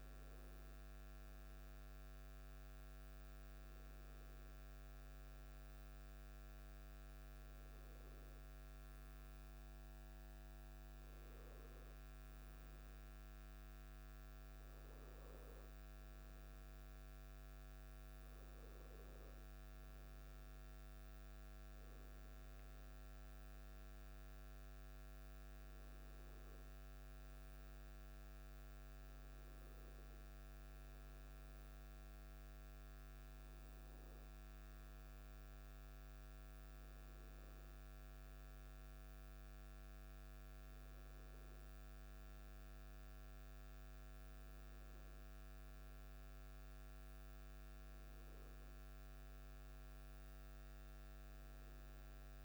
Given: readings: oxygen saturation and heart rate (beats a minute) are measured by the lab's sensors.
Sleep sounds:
breathing in sleep, hard to hear, by a microphone on the trachea; none
none scored
From the record:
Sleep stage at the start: N1 (lightest sleep); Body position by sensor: on the back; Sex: male

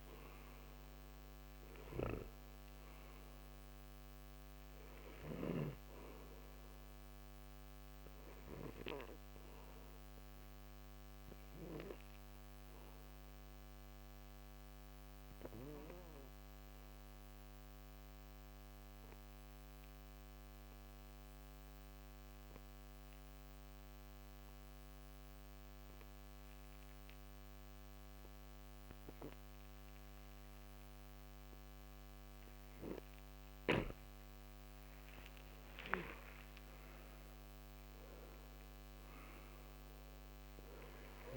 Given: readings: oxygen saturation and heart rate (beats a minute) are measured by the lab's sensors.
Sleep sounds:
breathing in sleep by a microphone on the trachea; 1
0.00-15.00 s: oxygen desaturation (device-marked, oxygen 86% lowest, heart rate 62 extreme)
1.50-5.50 s: snoring (device-marked)
10.50-32.50 s: obstructive apnea (oxygen 98% before, 86% lowest, heart rate 67 before, 58 extreme, up 16 after)
33.00-41.37 s: oxygen desaturation (device-marked, oxygen 97% before, 87% lowest, heart rate 64 before, 58 extreme)
34.00-38.50 s: arousal
From the record:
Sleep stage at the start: N2 (light sleep); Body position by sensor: on the right side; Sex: male

